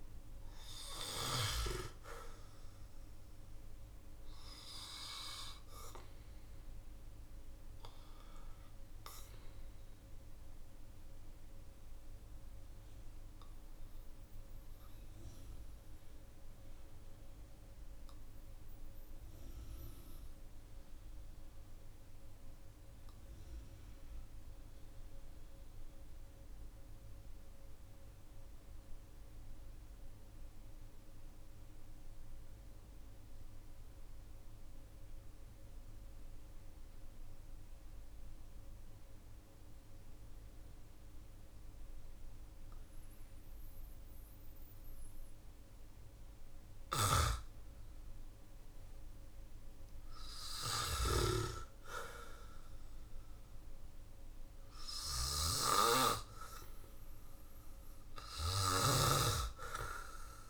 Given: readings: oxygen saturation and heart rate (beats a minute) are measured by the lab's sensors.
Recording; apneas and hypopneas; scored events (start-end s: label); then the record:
breathing in sleep by a room microphone; 1
3.50-28.50 s: oxygen desaturation (device-marked, oxygen 96% before, 92% lowest, heart rate 52 before, 47 extreme)
12.50-48.00 s: obstructive apnea (oxygen 97% before, 92% lowest, heart rate 49 before, 47 extreme, up 14 after)
49.00-55.00 s: arousal
58.00-60.50 s: snoring (device-marked)
From the record:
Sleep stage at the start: N2 (light sleep); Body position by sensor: on the back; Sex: male